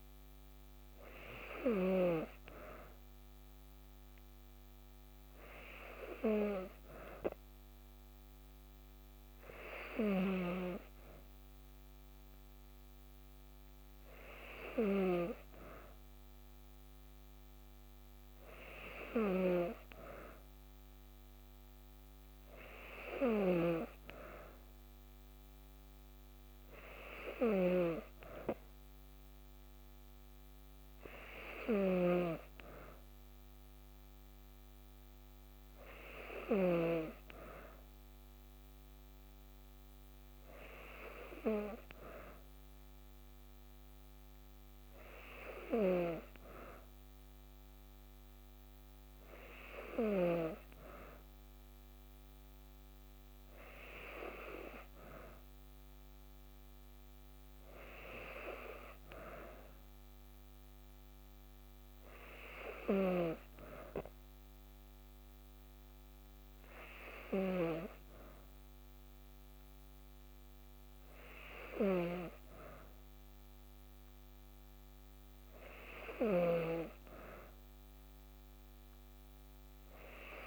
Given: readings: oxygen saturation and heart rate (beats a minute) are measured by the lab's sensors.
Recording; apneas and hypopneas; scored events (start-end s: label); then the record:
breathing in sleep by a microphone on the trachea; none
0.00-2.00 s: snoring (device-marked)
9.50-15.00 s: snoring (device-marked)
23.00-36.50 s: snoring (device-marked)
76.00-80.47 s: snoring (device-marked)
From the record:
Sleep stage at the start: N2 (light sleep); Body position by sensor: on the back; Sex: female